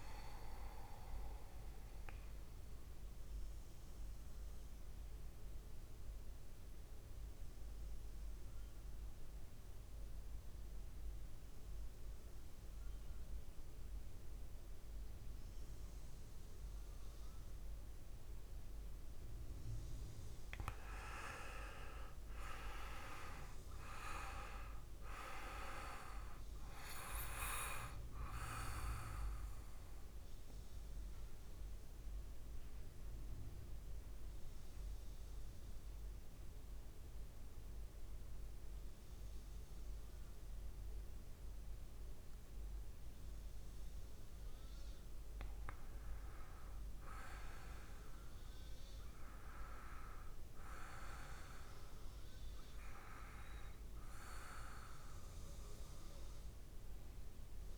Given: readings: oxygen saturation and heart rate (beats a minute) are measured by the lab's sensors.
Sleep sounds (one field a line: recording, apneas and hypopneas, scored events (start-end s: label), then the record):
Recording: breathing in sleep by a room microphone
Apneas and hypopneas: 2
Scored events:
0.00-8.00 s: oxygen desaturation (device-marked, oxygen 93% lowest, heart rate 56 extreme)
2.00-20.00 s: mixed apnea (oxygen 100% before, 93% lowest, heart rate 62 before, 56 extreme, up 8 after)
20.00-24.00 s: arousal
22.00-41.00 s: oxygen desaturation (device-marked, oxygen 99% before, 93% lowest, heart rate 59 before, 57 extreme)
30.50-44.00 s: obstructive apnea (oxygen 99% before, 93% lowest, heart rate 62 before, 57 extreme, up 6 after)
45.50-50.00 s: arousal
From the record:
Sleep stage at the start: N2 (light sleep)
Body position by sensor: on the back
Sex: male